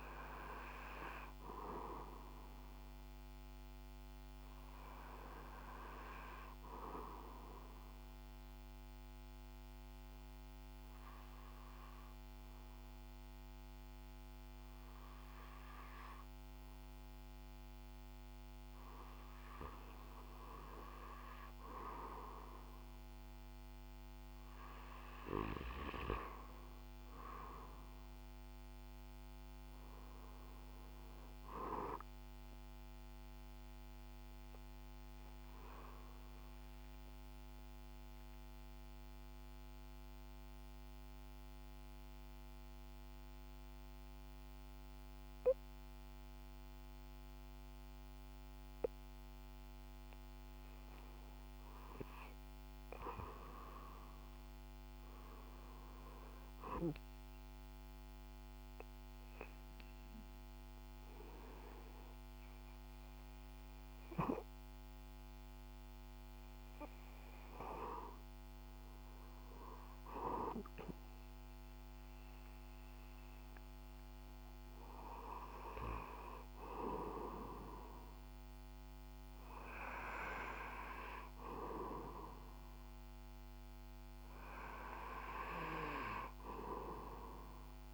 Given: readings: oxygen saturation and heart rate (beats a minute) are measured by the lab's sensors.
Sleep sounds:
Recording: breathing in sleep by a microphone on the trachea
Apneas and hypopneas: 2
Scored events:
5.50-18.50 s: obstructive apnea (oxygen 97% before, 94% lowest, heart rate 63 before, 60 extreme, up 2 after)
21.50-25.50 s: arousal
24.00-37.00 s: oxygen desaturation (device-marked, oxygen 97% before, 94% lowest, heart rate 61 before, 55 extreme)
37.00-49.50 s: mixed apnea (oxygen 97% before, 95% lowest, heart rate 63 before, 52 extreme, up 8 after)
51.50-55.50 s: arousal
From the record:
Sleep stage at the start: REM sleep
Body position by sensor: on the back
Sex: male

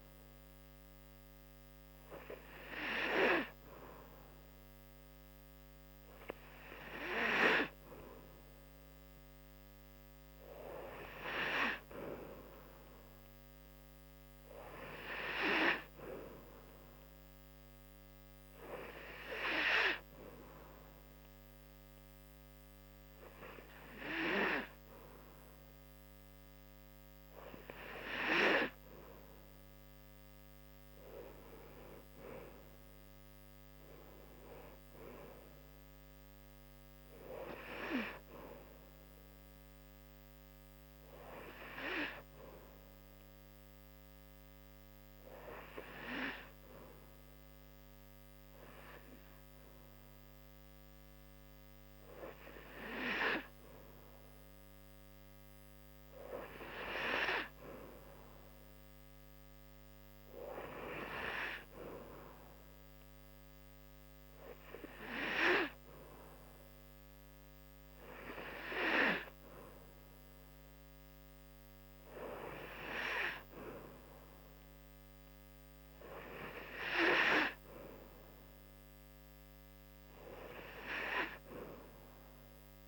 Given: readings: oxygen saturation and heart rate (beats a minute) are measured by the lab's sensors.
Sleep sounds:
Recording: breathing in sleep by a microphone on the trachea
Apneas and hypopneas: 2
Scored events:
10.50-13.00 s: arousal
15.50-28.00 s: hypopnea (oxygen 93% before, 91% lowest, heart rate 76 before, 71 extreme, up 3 after)
31.00-34.50 s: arousal
41.50-54.00 s: obstructive apnea (oxygen 94% before, 91% lowest, heart rate 77 before, 71 extreme, up 3 after)
56.00-59.50 s: arousal
From the record:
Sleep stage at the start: N2 (light sleep)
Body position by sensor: on the back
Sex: female

